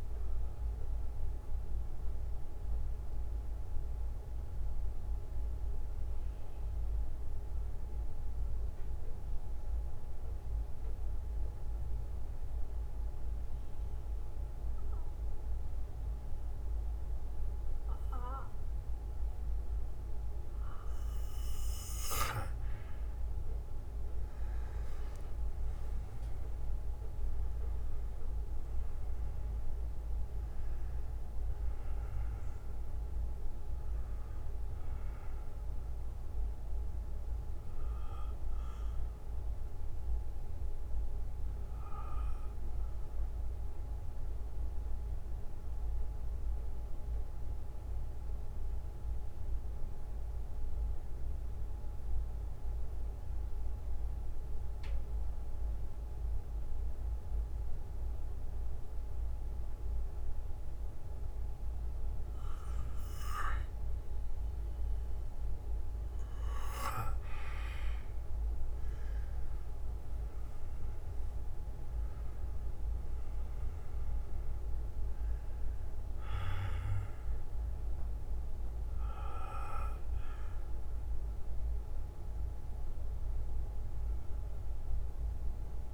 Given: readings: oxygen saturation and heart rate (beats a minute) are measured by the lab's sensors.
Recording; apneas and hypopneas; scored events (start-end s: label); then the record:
breathing in sleep, hard to hear, by a room microphone; 2
1.00-10.00 s: bradycardia (device-marked, heart rate 59 before, 48 extreme)
2.50-21.00 s: central apnea (oxygen 98% before, 90% lowest, heart rate 65 before, 49 extreme, up 6 after)
7.00-17.00 s: oxygen desaturation (device-marked, oxygen 95% before, 90% lowest, heart rate 64 before, 57 extreme)
18.00-21.00 s: bradycardia (device-marked, heart rate 59 before, 64 extreme)
24.00-27.50 s: arousal
35.00-63.00 s: bradycardia (device-marked, heart rate 59 before, 49 extreme)
44.50-65.50 s: mixed apnea (oxygen 97% before, 90% lowest, heart rate 64 before, 49 extreme, up 21 after)
49.00-61.00 s: oxygen desaturation (device-marked, oxygen 95% before, 90% lowest, heart rate 61 before, 49 extreme)
69.50-73.50 s: arousal
80.00-85.94 s: bradycardia (device-marked, heart rate 59 before, 51 extreme)
From the record:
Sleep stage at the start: N2 (light sleep); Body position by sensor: on the back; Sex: male